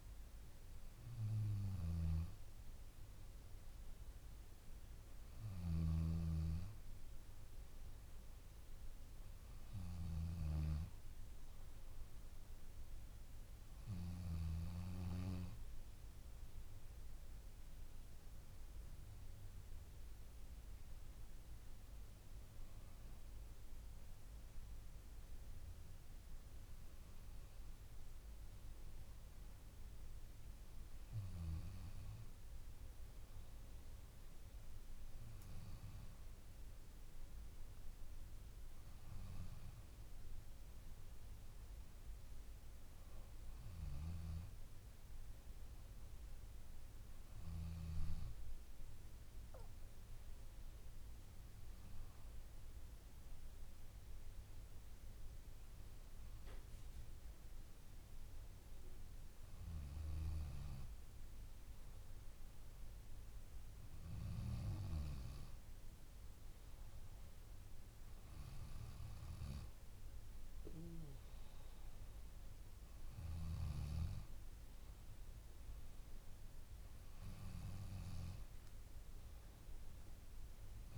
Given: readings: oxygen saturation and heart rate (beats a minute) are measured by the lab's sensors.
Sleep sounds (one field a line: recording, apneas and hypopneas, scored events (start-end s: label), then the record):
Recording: breathing in sleep by a room microphone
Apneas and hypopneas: none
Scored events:
none scored
From the record:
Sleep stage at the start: N2 (light sleep)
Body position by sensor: on the back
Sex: female